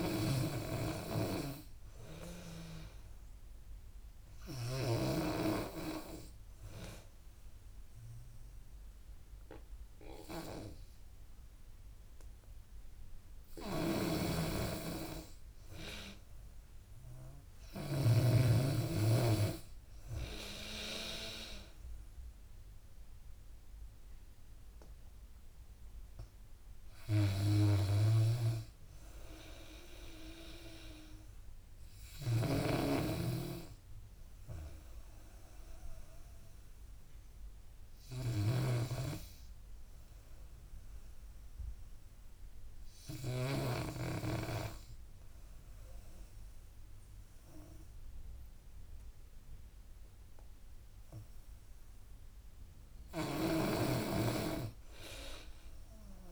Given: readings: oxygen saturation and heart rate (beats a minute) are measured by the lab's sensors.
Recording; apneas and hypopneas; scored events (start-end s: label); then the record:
breathing in sleep by a room microphone; 2
0.00-18.00 s: snoring (device-marked)
3.00-14.00 s: hypopnea (oxygen 96% before, 88% lowest, heart rate 84 before, 79 extreme, up 3 after)
17.00-34.00 s: drop in pulse transit time (device-marked, heart rate 84 before, 85 extreme)
18.50-22.50 s: arousal
28.00-43.50 s: snoring (device-marked)
40.00-52.00 s: hypopnea (oxygen 93% before, 88% lowest, heart rate 86 before, 75 extreme, up 10 after)
53.00-56.32 s: snoring (device-marked)
53.50-56.32 s: arousal
From the record:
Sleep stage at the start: N2 (light sleep); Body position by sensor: on the back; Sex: female